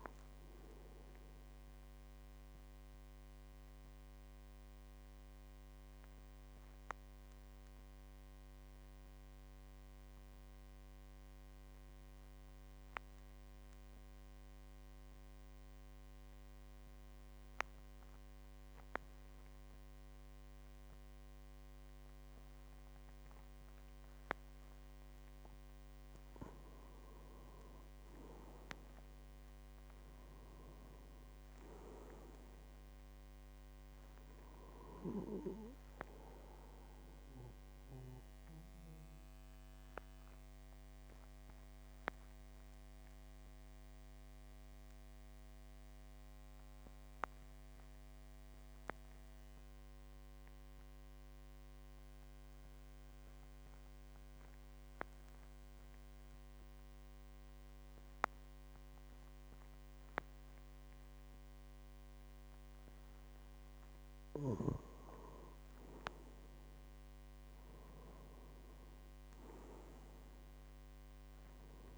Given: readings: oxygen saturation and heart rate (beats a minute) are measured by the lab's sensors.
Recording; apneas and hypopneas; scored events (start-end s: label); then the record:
breathing in sleep by a microphone on the trachea; 2
0.00-11.00 s: oxygen desaturation (device-marked, oxygen 87% lowest, heart rate 46 extreme)
1.50-25.00 s: obstructive apnea (oxygen 99% before, 87% lowest, heart rate 56 before, 46 extreme, up 8 after)
28.00-31.50 s: arousal
29.00-51.00 s: oxygen desaturation (device-marked, oxygen 99% before, 92% lowest, heart rate 51 before, 48 extreme)
37.50-63.50 s: obstructive apnea (oxygen 99% before, 91% lowest, heart rate 54 before, 45 extreme, up 10 after)
64.00-71.97 s: oxygen desaturation (device-marked, oxygen 98% before, 91% lowest, heart rate 50 before, 45 extreme)
65.50-70.00 s: arousal
From the record:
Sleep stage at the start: N2 (light sleep); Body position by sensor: on the back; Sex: male